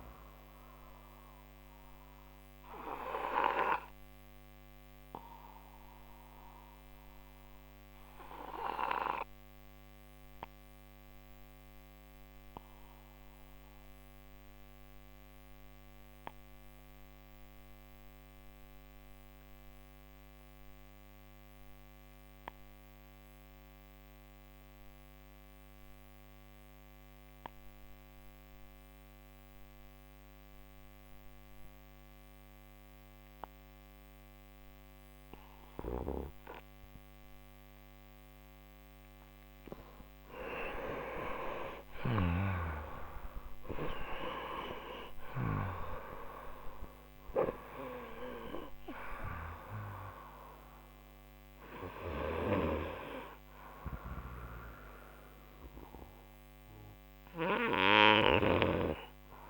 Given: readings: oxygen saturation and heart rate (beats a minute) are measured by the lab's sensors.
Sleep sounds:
breathing in sleep by a microphone on the trachea; 1
0.00-18.50 s: oxygen desaturation (device-marked, oxygen 87% lowest)
0.50-38.00 s: obstructive apnea (oxygen 97% before, 87% lowest)
36.50-59.50 s: oxygen desaturation (device-marked, oxygen 97% before, 87% lowest)
39.50-43.50 s: arousal
From the record:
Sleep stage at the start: N2 (light sleep); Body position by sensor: on the right side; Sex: male

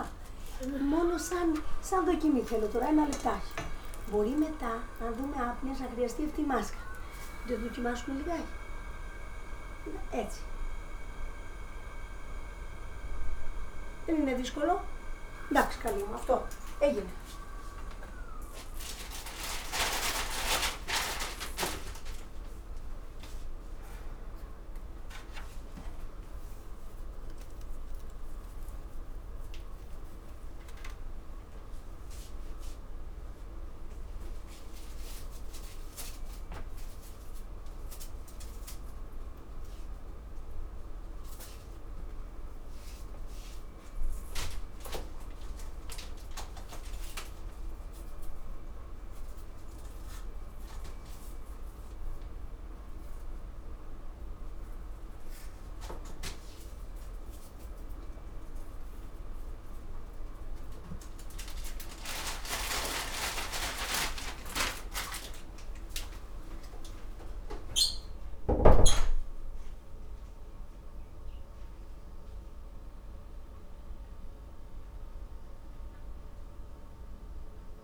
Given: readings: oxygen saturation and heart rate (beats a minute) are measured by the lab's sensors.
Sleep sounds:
a person partly awake in a sleep study, by a room microphone; none
26.00-77.84 s: new sleep stage, N2 (light sleep)
41.00-43.00 s: oxygen desaturation (device-marked, oxygen 98% before, 96% lowest)
From the record:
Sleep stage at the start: awake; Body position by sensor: on the back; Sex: female

